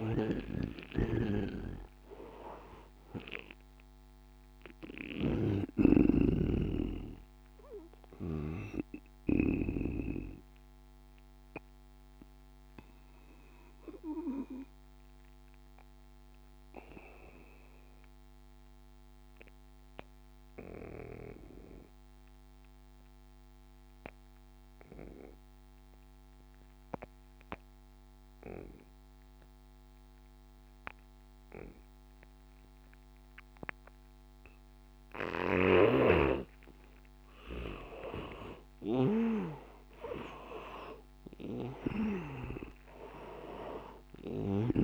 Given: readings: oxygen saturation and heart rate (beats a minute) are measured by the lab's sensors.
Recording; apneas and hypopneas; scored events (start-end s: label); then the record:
breathing in sleep by a microphone on the trachea; 1
0.00-19.00 s: oxygen desaturation (device-marked, oxygen 81% lowest, heart rate 81 extreme)
0.50-9.50 s: snoring (device-marked)
9.00-37.50 s: obstructive apnea (oxygen 99% before, 81% lowest, heart rate 90 before, 81 extreme, up 8 after)
32.00-44.83 s: oxygen desaturation (device-marked, oxygen 99% before, 82% lowest, heart rate 86 before, 70 extreme)
35.50-44.83 s: snoring (device-marked)
39.00-43.00 s: arousal
From the record:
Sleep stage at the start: N2 (light sleep); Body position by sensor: on the back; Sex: male